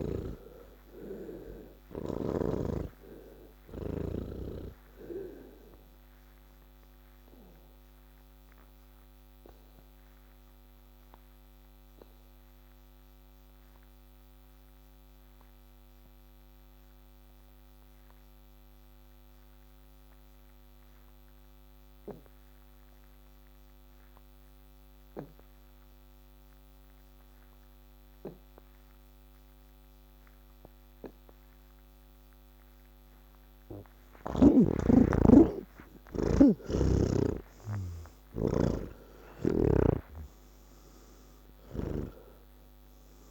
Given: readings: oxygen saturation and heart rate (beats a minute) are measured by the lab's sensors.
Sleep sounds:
breathing in sleep by a microphone on the trachea; 1
0.00-18.50 s: oxygen desaturation (device-marked, oxygen 77% lowest, heart rate 36 extreme)
4.50-31.50 s: obstructive apnea (oxygen 98% before, 77% lowest, heart rate 94 before, 77 extreme, up 45 after)
30.50-43.31 s: oxygen desaturation (device-marked, oxygen 99% before, 81% lowest, heart rate 121 before, 43 extreme)
36.50-43.31 s: snoring (device-marked)
From the record:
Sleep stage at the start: N2 (light sleep); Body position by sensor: on the back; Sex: male

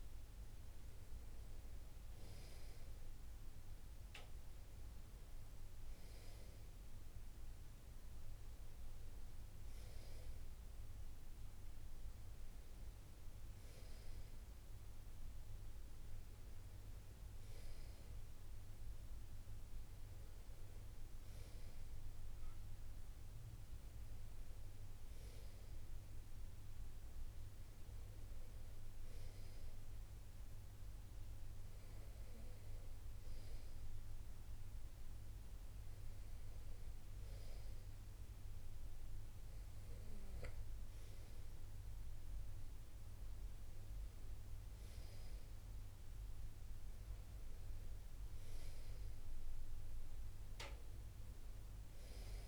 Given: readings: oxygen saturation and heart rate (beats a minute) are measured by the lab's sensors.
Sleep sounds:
breathing in sleep, hard to hear, by a room microphone; none
none scored
From the record:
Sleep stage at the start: N2 (light sleep); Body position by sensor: on the right side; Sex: male

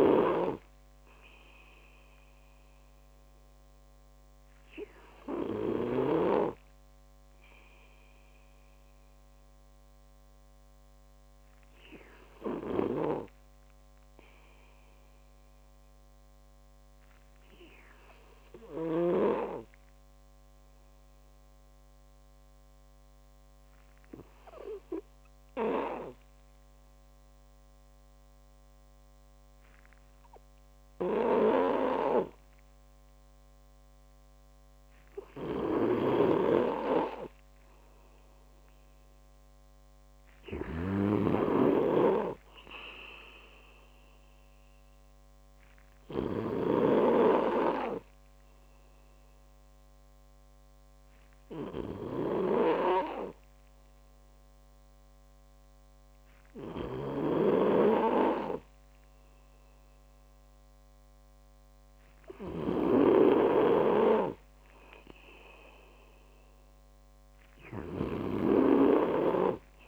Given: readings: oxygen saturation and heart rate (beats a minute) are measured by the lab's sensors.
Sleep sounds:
breathing in sleep by a microphone on the trachea; 2
0.00-6.00 s: snoring (device-marked)
9.50-16.50 s: oxygen desaturation (device-marked, oxygen 96% before, 92% lowest)
23.50-36.00 s: obstructive apnea (oxygen 99% before, 94% lowest)
31.00-69.88 s: snoring (device-marked)
38.00-42.00 s: arousal
48.00-62.50 s: hypopnea (oxygen 99% before, 94% lowest)
57.50-69.88 s: oxygen desaturation (device-marked, oxygen 97% before, 94% lowest)
65.00-67.50 s: arousal
From the record:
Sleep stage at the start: N2 (light sleep); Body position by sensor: on the back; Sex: male

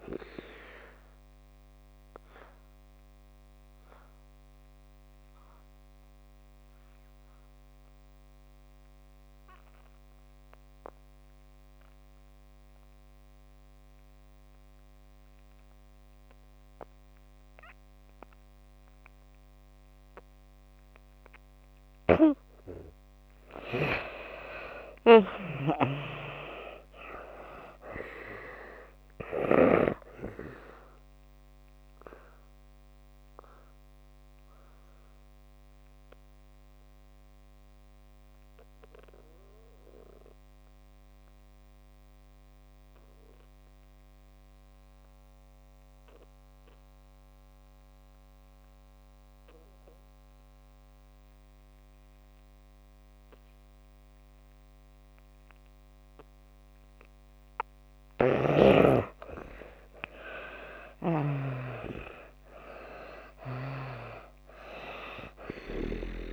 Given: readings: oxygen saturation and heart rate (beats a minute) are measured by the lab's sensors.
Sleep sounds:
breathing in sleep by a microphone on the trachea; 2
0.00-17.50 s: oxygen desaturation (device-marked, oxygen 79% lowest)
1.50-21.00 s: obstructive apnea (oxygen 98% before, 74% lowest)
19.50-52.50 s: oxygen desaturation (device-marked, oxygen 97% before, 75% lowest)
23.00-27.00 s: arousal
32.00-58.00 s: obstructive apnea (oxygen 97% before, 73% lowest)
54.50-66.33 s: oxygen desaturation (device-marked, oxygen 97% before, 73% lowest)
59.50-63.50 s: arousal
From the record:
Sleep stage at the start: N2 (light sleep); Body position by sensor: on the back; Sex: female

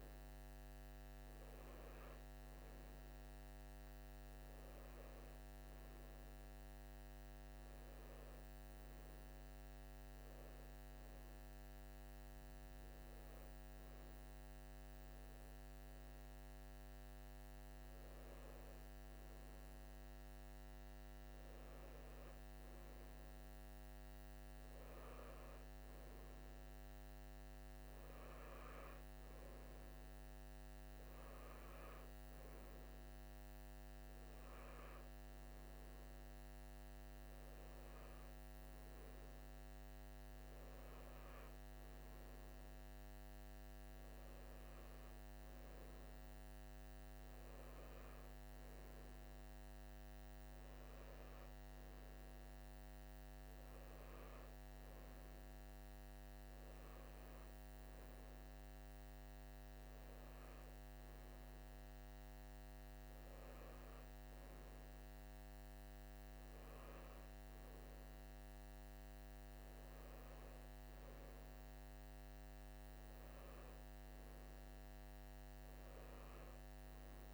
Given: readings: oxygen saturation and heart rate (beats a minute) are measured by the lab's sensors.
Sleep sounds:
breathing in sleep, hard to hear, by a microphone on the trachea; none
45.00-77.34 s: new sleep stage, N3 (deep sleep)
From the record:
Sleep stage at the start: N2 (light sleep); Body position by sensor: on the right side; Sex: male

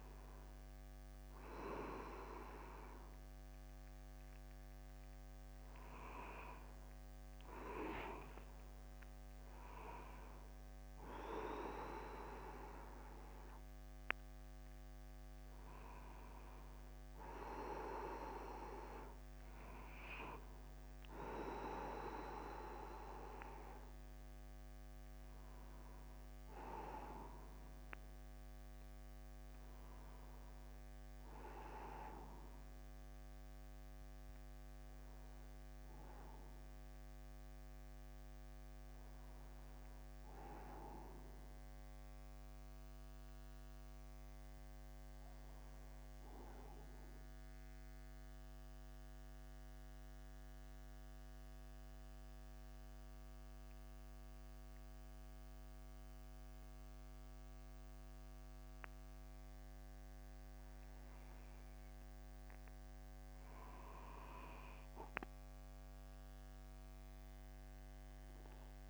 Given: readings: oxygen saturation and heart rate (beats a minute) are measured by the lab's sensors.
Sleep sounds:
breathing in sleep by a microphone on the trachea; 1
7.50-27.50 s: oxygen desaturation (device-marked, oxygen 94% before, 91% lowest, heart rate 64 before, 49 extreme)
38.50-43.00 s: arousal
49.00-62.00 s: central apnea (oxygen 98% before, 94% lowest, heart rate 49 before, 49 extreme, up 1 after)
59.50-68.90 s: new sleep stage, N2 (light sleep)
66.50-68.90 s: arousal
From the record:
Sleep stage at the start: N1 (lightest sleep); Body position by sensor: upright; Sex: male

